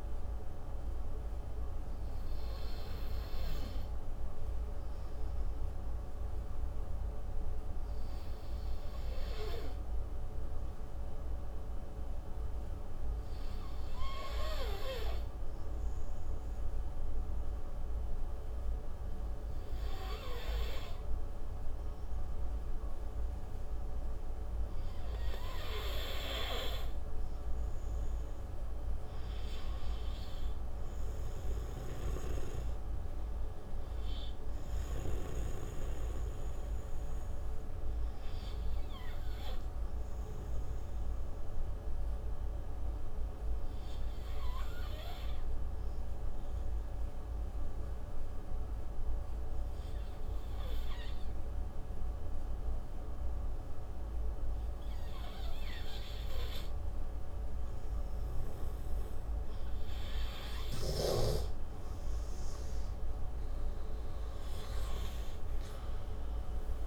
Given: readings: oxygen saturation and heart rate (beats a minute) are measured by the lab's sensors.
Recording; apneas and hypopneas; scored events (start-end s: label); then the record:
breathing in sleep by a room microphone; 2
8.50-27.50 s: obstructive apnea (oxygen 95% before, 91% lowest)
31.50-35.00 s: arousal
33.00-52.00 s: oxygen desaturation (device-marked, oxygen 95% before, 92% lowest)
40.50-58.00 s: obstructive apnea (oxygen 97% before, 91% lowest)
62.00-65.50 s: arousal
From the record:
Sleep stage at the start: N2 (light sleep); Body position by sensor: on the right side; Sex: male